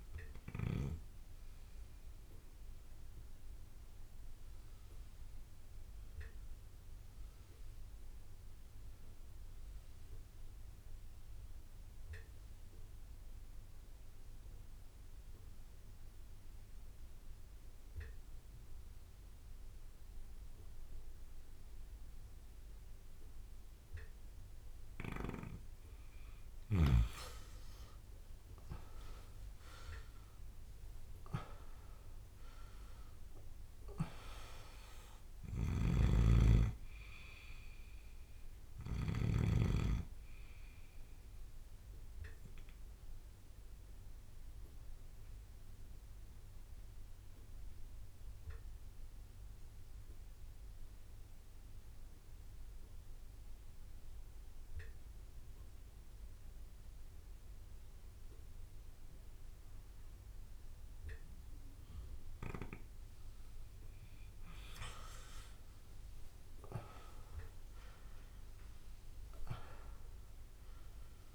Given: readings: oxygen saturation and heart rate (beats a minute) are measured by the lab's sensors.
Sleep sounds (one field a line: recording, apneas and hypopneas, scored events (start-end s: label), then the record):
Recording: breathing in sleep by a room microphone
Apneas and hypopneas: 2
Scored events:
0.00-15.50 s: oxygen desaturation (device-marked, oxygen 91% lowest)
0.00-16.50 s: bradycardia (device-marked)
2.50-25.00 s: obstructive apnea (oxygen 99% before, 91% lowest)
22.50-25.50 s: drop in pulse transit time (device-marked)
25.50-71.35 s: bradycardia (device-marked)
28.50-33.00 s: arousal
29.50-54.50 s: oxygen desaturation (device-marked, oxygen 99% before, 91% lowest)
33.50-35.50 s: long interval between heartbeats (device-marked)
35.50-39.50 s: snoring (device-marked)
41.50-46.50 s: drop in pulse transit time (device-marked)
43.00-63.00 s: obstructive apnea (oxygen 99% before, 91% lowest)
51.50-53.50 s: long interval between heartbeats (device-marked)
51.50-55.50 s: drop in pulse transit time (device-marked)
65.50-70.00 s: arousal
From the record:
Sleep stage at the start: N2 (light sleep)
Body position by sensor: on the back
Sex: male